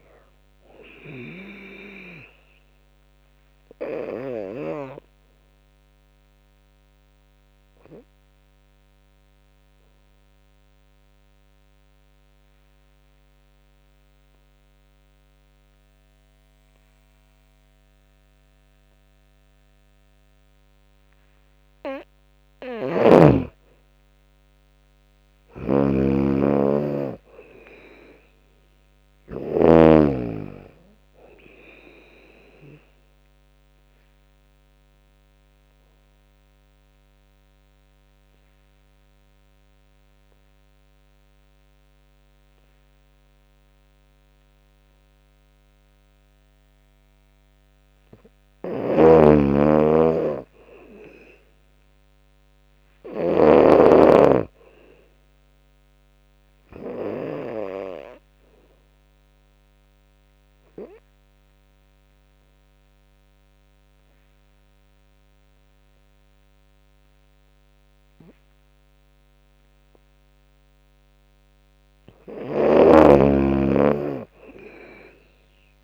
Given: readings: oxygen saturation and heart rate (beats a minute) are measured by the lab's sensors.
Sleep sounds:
breathing in sleep by a microphone on the trachea; 3
0.00-4.50 s: snoring (device-marked)
0.00-8.00 s: drop in pulse transit time (device-marked, heart rate 69 extreme)
0.00-21.00 s: oxygen desaturation (device-marked, oxygen 92% lowest, heart rate 63 extreme)
4.00-21.00 s: obstructive apnea (oxygen 99% before, 92% lowest, heart rate 78 before, 63 extreme, up 16 after)
22.00-29.50 s: snoring (device-marked)
23.50-26.50 s: arousal
24.00-37.00 s: drop in pulse transit time (device-marked, heart rate 71 before, 75 extreme)
32.50-46.00 s: obstructive apnea (oxygen 99% before, 92% lowest, heart rate 76 before, 66 extreme, up 14 after)
48.00-53.00 s: snoring (device-marked)
48.50-52.00 s: arousal
50.00-61.00 s: drop in pulse transit time (device-marked, heart rate 72 before, 71 extreme)
56.00-70.00 s: oxygen desaturation (device-marked, oxygen 99% before, 94% lowest, heart rate 71 before, 61 extreme)
57.00-70.00 s: obstructive apnea (oxygen 99% before, 92% lowest, heart rate 71 before, 61 extreme, up 13 after)
73.00-75.84 s: arousal
74.00-75.84 s: drop in pulse transit time (device-marked, heart rate 73 before, 69 extreme)
From the record:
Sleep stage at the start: N2 (light sleep); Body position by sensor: on the back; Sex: female

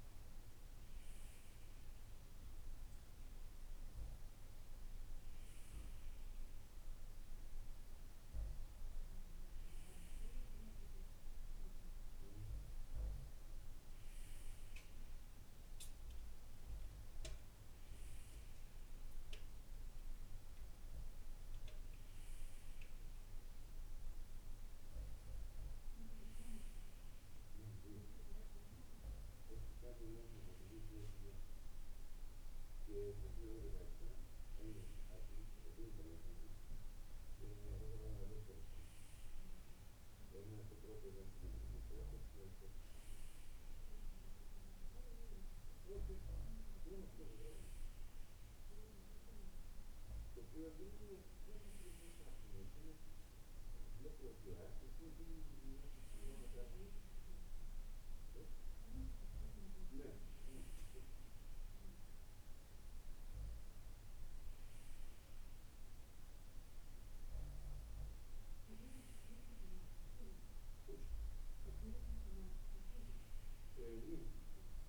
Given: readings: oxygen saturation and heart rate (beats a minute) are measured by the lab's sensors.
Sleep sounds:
breathing in sleep by a room microphone; none
none scored
From the record:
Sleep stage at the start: N2 (light sleep); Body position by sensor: on the right side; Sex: male

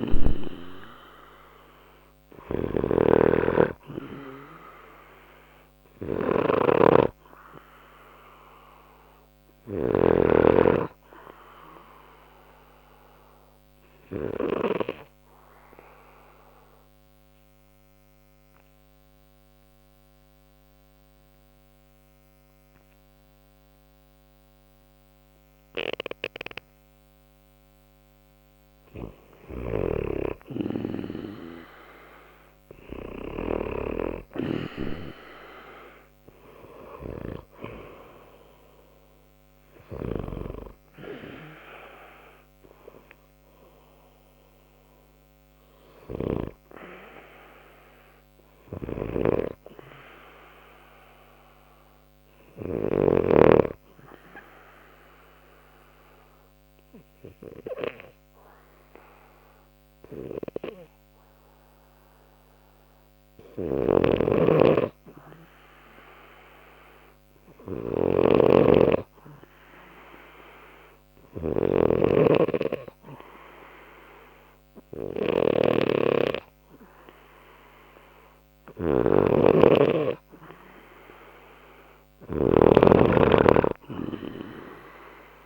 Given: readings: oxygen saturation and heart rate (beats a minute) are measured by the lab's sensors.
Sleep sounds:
breathing in sleep by a microphone on the trachea; 2
0.00-10.00 s: snoring (device-marked)
0.00-16.50 s: oxygen desaturation (device-marked, oxygen 89% lowest, heart rate 59 extreme)
12.00-28.00 s: obstructive apnea (oxygen 93% before, 89% lowest, heart rate 63 before, 59 extreme, up 1 after)
31.00-35.00 s: arousal
35.50-64.50 s: oxygen desaturation (device-marked, oxygen 96% before, 89% lowest, heart rate 60 before, 59 extreme)
48.50-53.00 s: snoring (device-marked)
51.00-81.00 s: hypopnea (oxygen 96% before, 89% lowest, heart rate 60 before, 60 extreme, up 3 after)
63.50-85.45 s: snoring (device-marked)
76.50-85.45 s: oxygen desaturation (device-marked, oxygen 96% before, 92% lowest, heart rate 61 before, 59 extreme)
83.50-85.45 s: arousal
From the record:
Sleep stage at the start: N2 (light sleep); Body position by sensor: on the left side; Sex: male

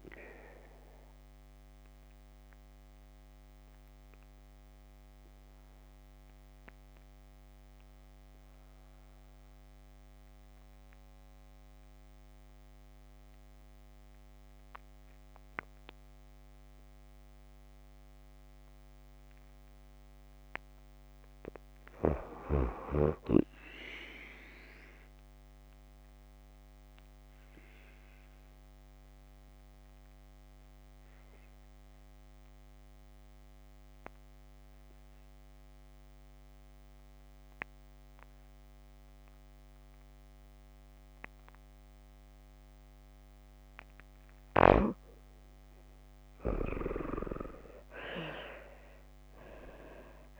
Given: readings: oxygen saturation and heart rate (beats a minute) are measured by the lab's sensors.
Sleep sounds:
breathing in sleep by a microphone on the trachea; 2
1.00-19.50 s: obstructive apnea (oxygen 95% before, 88% lowest, heart rate 57 before, 52 extreme, up 1 after)
21.50-24.50 s: arousal
27.00-43.50 s: obstructive apnea (oxygen 96% before, 86% lowest, heart rate 55 before, 55 extreme, up 13 after)
27.00-50.40 s: oxygen desaturation (device-marked, oxygen 96% before, 88% lowest, heart rate 55 before, 55 extreme)
47.50-50.40 s: arousal
From the record:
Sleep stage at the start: N2 (light sleep); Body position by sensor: on the back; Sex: female

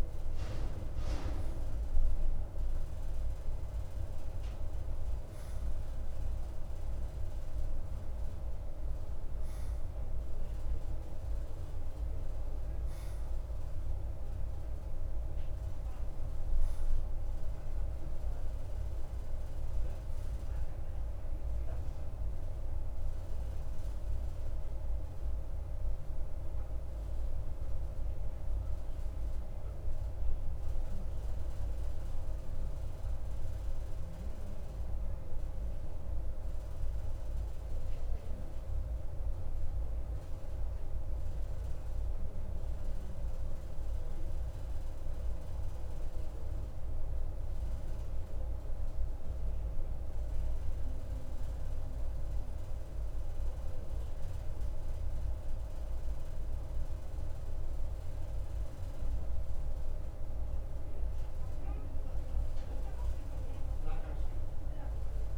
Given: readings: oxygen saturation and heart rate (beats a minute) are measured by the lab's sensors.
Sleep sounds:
breathing in sleep, hard to hear, by a room microphone; 1
37.00-59.50 s: obstructive apnea (oxygen 94% before, 92% lowest, heart rate 55 before, 53 extreme, up 2 after)
62.50-65.38 s: arousal
From the record:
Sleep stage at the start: N2 (light sleep); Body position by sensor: on the right side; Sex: male

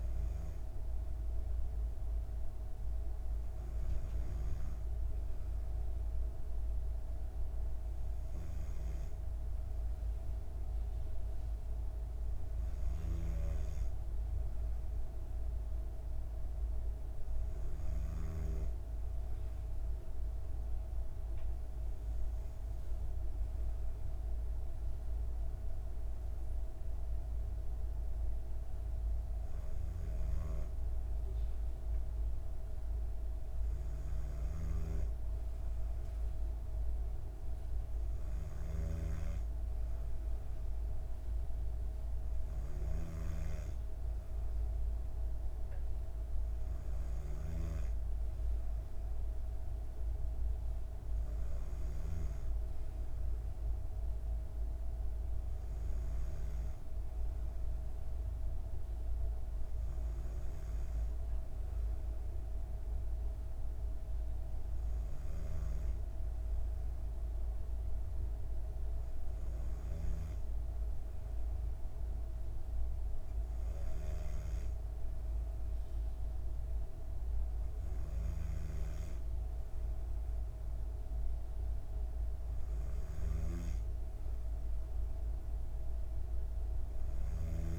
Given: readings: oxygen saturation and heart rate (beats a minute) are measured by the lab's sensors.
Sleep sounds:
breathing in sleep, hard to hear, by a room microphone; none
none scored
From the record:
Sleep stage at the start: N2 (light sleep); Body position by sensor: on the back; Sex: female

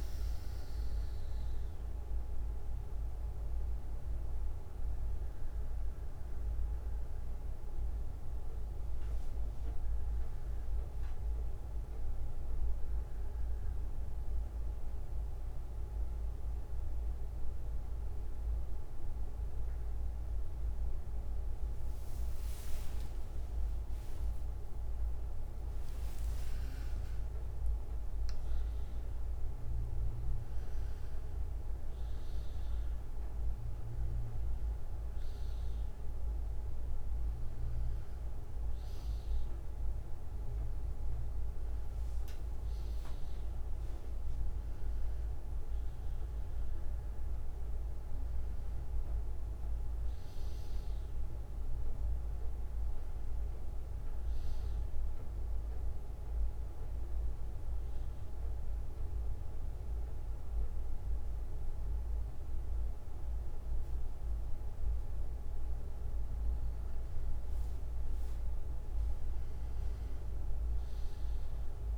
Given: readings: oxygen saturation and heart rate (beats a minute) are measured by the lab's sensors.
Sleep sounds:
a person partly awake in a sleep study, hard to hear, by a room microphone; 1
5.50-11.50 s: bradycardia (device-marked, heart rate 65 before, 49 extreme)
15.50-20.50 s: bradycardia (device-marked, heart rate 65 before, 57 extreme)
28.50-58.50 s: new sleep stage, N1 (lightest sleep)
44.50-60.50 s: oxygen desaturation (device-marked, oxygen 97% before, 94% lowest, heart rate 65 before, 56 extreme)
49.50-65.50 s: bradycardia (device-marked, heart rate 64 before, 56 extreme)
57.50-67.50 s: obstructive apnea (oxygen 97% before, 92% lowest, heart rate 62 before, 57 extreme, up 12 after)
58.50-71.97 s: new sleep stage, N2 (light sleep)
From the record:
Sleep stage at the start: awake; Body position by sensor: on the back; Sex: male

